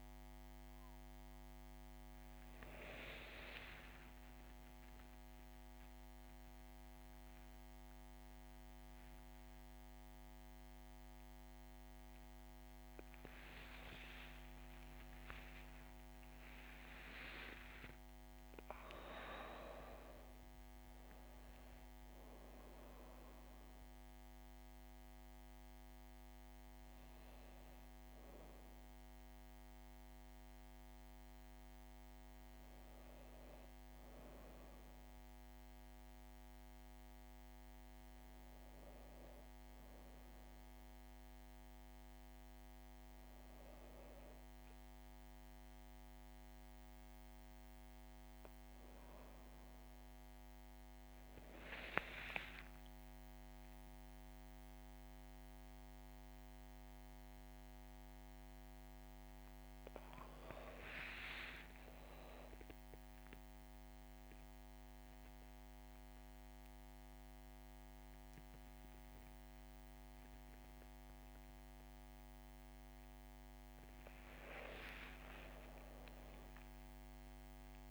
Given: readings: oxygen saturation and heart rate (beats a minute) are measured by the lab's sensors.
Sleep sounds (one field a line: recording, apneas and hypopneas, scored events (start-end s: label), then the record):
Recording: a person awake in a sleep study, by a microphone on the trachea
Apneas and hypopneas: none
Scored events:
none scored
From the record:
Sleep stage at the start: awake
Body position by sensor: on the back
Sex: female